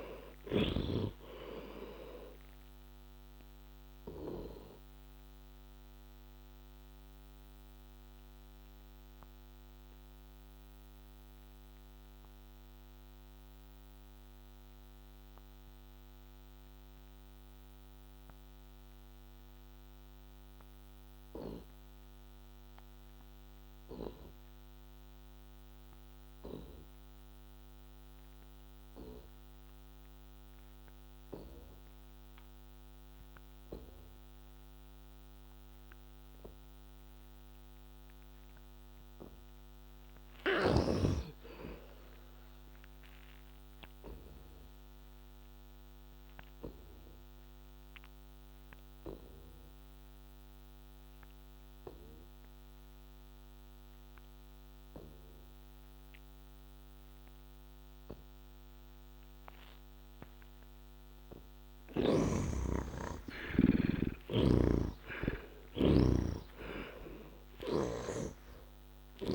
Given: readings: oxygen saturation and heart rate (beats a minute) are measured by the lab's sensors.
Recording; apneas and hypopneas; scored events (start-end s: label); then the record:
breathing in sleep by a microphone on the trachea; 1
3.00-58.50 s: obstructive apnea (heart rate 77 before, 55 extreme, up 3 after)
62.00-66.50 s: arousal
64.00-67.50 s: snoring (device-marked)
From the record:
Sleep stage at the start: N2 (light sleep); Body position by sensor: on the back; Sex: male